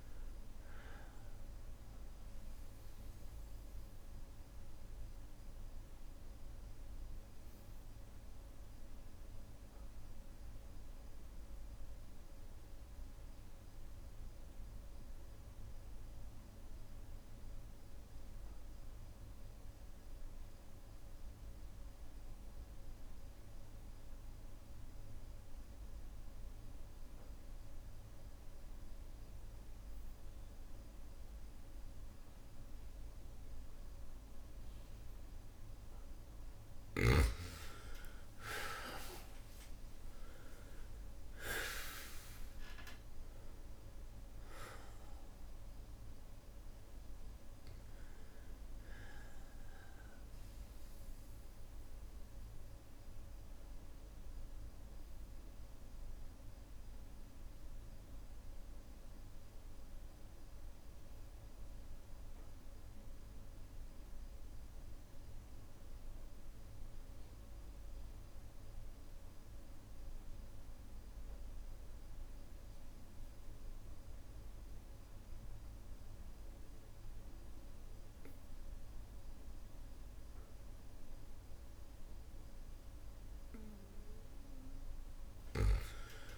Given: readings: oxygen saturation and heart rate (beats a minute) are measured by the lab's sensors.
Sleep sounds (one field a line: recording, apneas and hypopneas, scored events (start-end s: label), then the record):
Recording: breathing in sleep by a room microphone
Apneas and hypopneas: 2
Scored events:
0.00-17.50 s: oxygen desaturation (device-marked, oxygen 92% lowest, heart rate 57 extreme)
2.50-19.50 s: bradycardia (device-marked, heart rate 61 before, 57 extreme)
2.50-34.00 s: obstructive apnea (oxygen 99% before, 92% lowest, heart rate 64 before, 56 extreme, up 2 after)
27.50-34.50 s: bradycardia (device-marked, heart rate 61 before, 59 extreme)
29.50-63.50 s: oxygen desaturation (device-marked, oxygen 99% before, 92% lowest, heart rate 58 before, 56 extreme)
37.00-41.00 s: arousal
49.50-76.50 s: bradycardia (device-marked, heart rate 62 before, 56 extreme)
52.00-82.00 s: obstructive apnea (oxygen 99% before, 92% lowest, heart rate 61 before, 55 extreme, up 5 after)
79.50-86.38 s: oxygen desaturation (device-marked, oxygen 99% before, 93% lowest, heart rate 57 before, 54 extreme)
From the record:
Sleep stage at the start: N2 (light sleep)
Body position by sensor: on the back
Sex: male